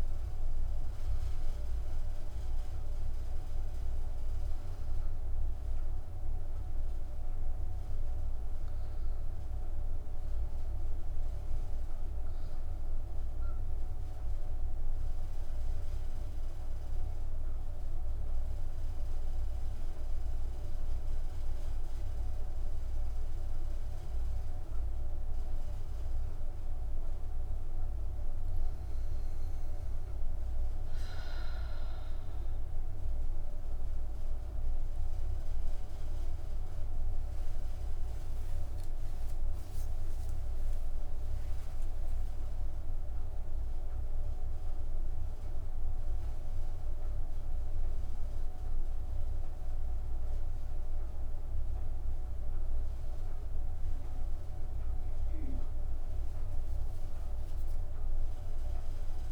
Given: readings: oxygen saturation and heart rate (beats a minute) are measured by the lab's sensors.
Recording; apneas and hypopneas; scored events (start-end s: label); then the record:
breathing in sleep, hard to hear, by a room microphone; none
16.00-59.32 s: new sleep stage, N1 (lightest sleep)
38.00-42.50 s: arousal
From the record:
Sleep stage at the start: N2 (light sleep); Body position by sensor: on the back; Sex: female